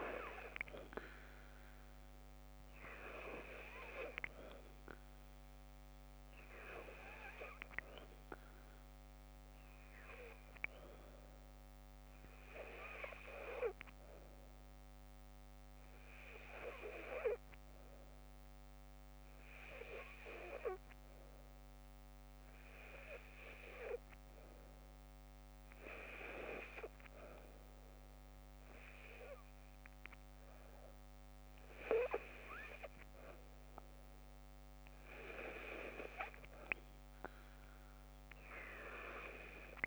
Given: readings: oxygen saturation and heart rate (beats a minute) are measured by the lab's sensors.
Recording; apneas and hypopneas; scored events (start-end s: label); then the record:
breathing in sleep by a microphone on the trachea; 1
0.00-13.00 s: oxygen desaturation (device-marked, oxygen 92% lowest, heart rate 52 extreme)
14.50-26.00 s: hypopnea (oxygen 97% before, 93% lowest, heart rate 56 before, 52 extreme, up 1 after)
29.50-33.50 s: arousal
From the record:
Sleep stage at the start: N2 (light sleep); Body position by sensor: on the left side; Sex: female